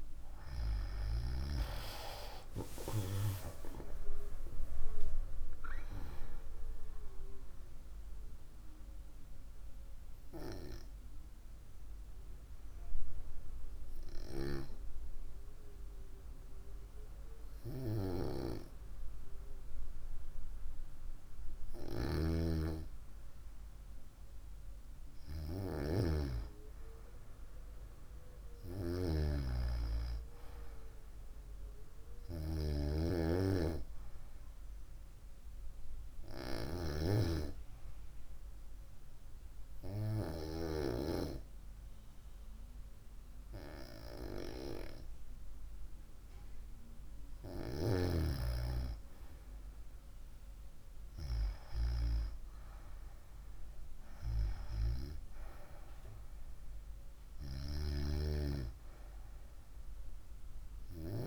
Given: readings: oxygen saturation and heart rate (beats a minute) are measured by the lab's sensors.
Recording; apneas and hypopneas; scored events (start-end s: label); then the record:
breathing in sleep by a room microphone; 2
2.00-6.00 s: arousal
7.00-22.50 s: hypopnea (oxygen 96% before, 94% lowest, heart rate 60 before, 53 extreme, up 3 after)
26.50-30.50 s: arousal
36.50-47.50 s: hypopnea (oxygen 97% before, 94% lowest, heart rate 57 before, 53 extreme, up 7 after)
49.50-53.50 s: arousal
From the record:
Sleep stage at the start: N2 (light sleep); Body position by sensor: on the right side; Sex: female